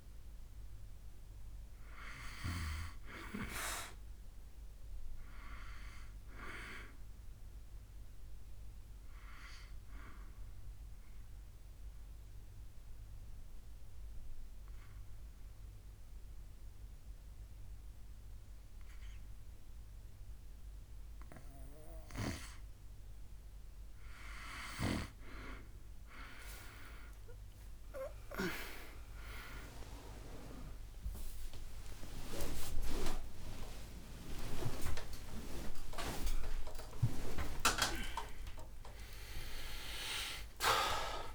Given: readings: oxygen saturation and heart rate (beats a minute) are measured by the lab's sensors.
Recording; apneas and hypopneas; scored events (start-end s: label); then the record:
a person awake in a sleep study, by a room microphone; 1
0.00-3.50 s: arousal
11.00-23.00 s: obstructive apnea (oxygen 96% before, 90% lowest, heart rate 75 before, 72 extreme, up 23 after)
17.50-41.35 s: new sleep stage, awake
From the record:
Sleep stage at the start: N2 (light sleep); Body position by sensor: on the back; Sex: male